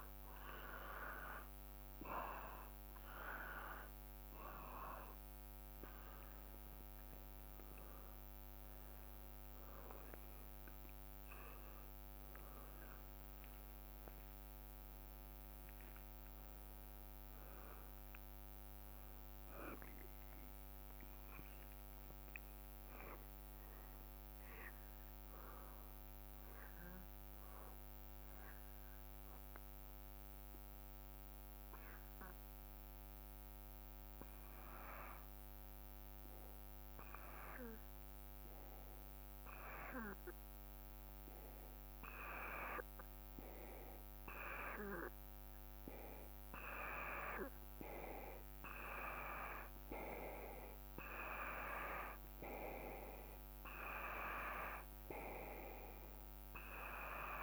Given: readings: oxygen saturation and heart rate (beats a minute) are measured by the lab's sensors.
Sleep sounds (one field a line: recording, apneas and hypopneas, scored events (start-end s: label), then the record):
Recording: breathing in sleep by a microphone on the trachea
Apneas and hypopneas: 1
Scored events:
9.00-14.50 s: arousal
27.00-41.00 s: hypopnea (oxygen 95% before, 90% lowest, heart rate 59 before, 55 extreme, up 4 after)
38.00-57.00 s: oxygen desaturation (device-marked, oxygen 95% before, 90% lowest, heart rate 56 before, 56 extreme)
43.00-46.50 s: arousal
From the record:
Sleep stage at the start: N2 (light sleep)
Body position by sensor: on the back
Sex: male